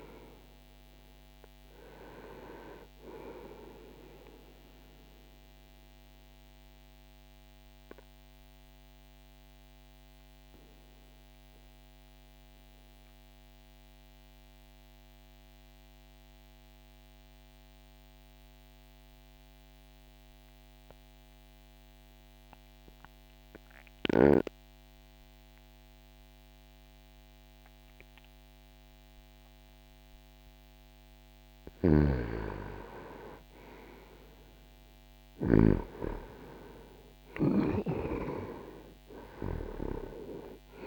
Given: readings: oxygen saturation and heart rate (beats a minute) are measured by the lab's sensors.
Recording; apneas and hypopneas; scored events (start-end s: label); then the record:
breathing in sleep by a microphone on the trachea; 1
4.00-30.00 s: obstructive apnea (oxygen 98% before, 88% lowest, heart rate 61 before, 60 extreme, up 1 after)
16.50-26.50 s: oxygen desaturation (device-marked, oxygen 94% before, 89% lowest, heart rate 60 before, 60 extreme)
32.50-36.50 s: arousal
From the record:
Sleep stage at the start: N2 (light sleep); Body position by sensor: on the back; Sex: male